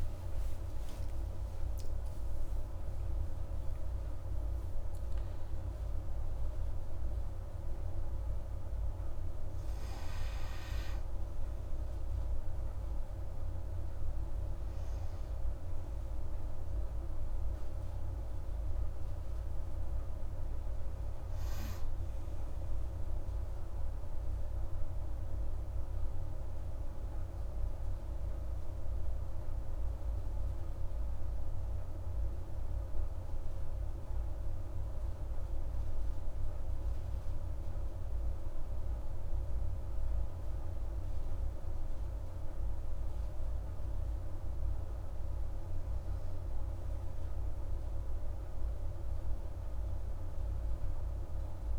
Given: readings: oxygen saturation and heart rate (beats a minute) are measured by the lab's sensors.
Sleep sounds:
breathing in sleep, hard to hear, by a room microphone; none
none scored
From the record:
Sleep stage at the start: N2 (light sleep); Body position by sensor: on the right side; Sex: female

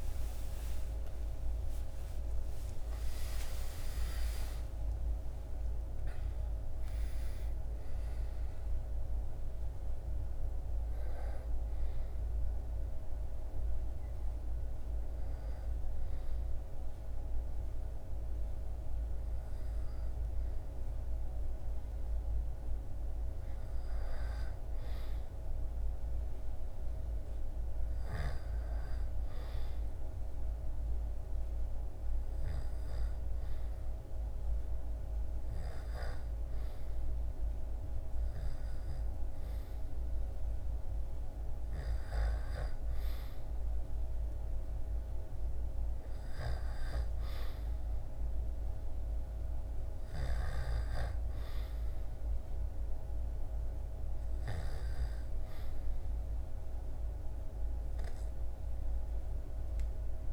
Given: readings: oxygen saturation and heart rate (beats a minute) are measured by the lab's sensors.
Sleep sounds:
breathing in sleep, hard to hear, by a room microphone; none
0.00-24.00 s: oxygen desaturation (device-marked, oxygen 86% lowest, heart rate 61 extreme)
From the record:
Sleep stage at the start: N1 (lightest sleep); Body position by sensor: on the back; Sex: male

